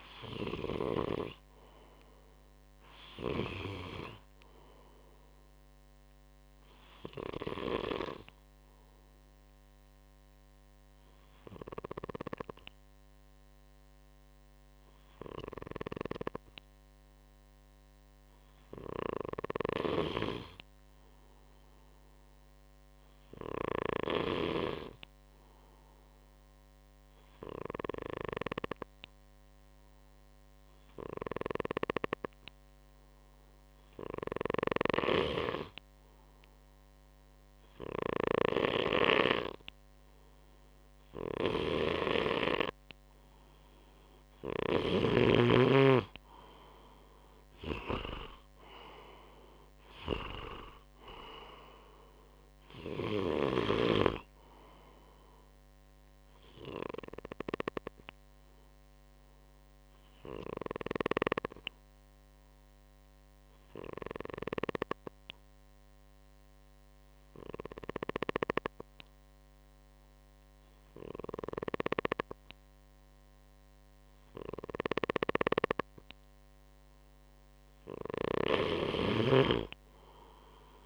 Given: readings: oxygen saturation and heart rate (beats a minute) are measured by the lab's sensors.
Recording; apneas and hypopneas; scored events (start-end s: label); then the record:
breathing in sleep by a microphone on the trachea; 2
0.00-16.00 s: oxygen desaturation (device-marked, oxygen 93% lowest, heart rate 55 extreme)
10.50-42.00 s: obstructive apnea (oxygen 97% before, 93% lowest, heart rate 64 before, 55 extreme, up 10 after)
43.00-56.00 s: oxygen desaturation (device-marked, oxygen 96% before, 93% lowest, heart rate 59 before, 61 extreme)
44.50-48.00 s: arousal
57.00-76.50 s: obstructive apnea (oxygen 97% before, 93% lowest, heart rate 65 before, 59 extreme, up 7 after)
79.00-80.86 s: arousal
From the record:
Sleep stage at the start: N2 (light sleep); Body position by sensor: on the right side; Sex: male